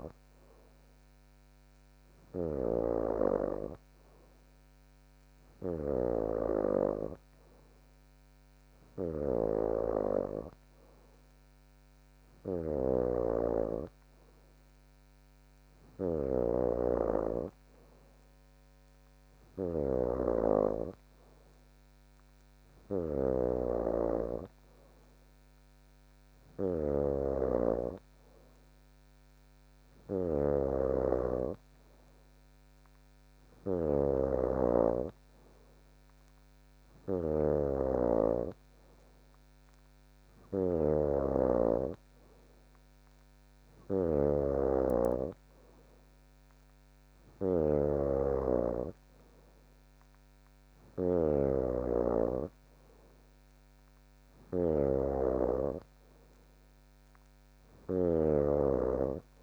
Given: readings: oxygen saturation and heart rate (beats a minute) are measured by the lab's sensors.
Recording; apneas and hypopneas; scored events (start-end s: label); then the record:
breathing in sleep by a microphone on the trachea; none
9.00-59.43 s: snoring (device-marked)
From the record:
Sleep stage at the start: N3 (deep sleep); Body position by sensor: on the back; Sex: female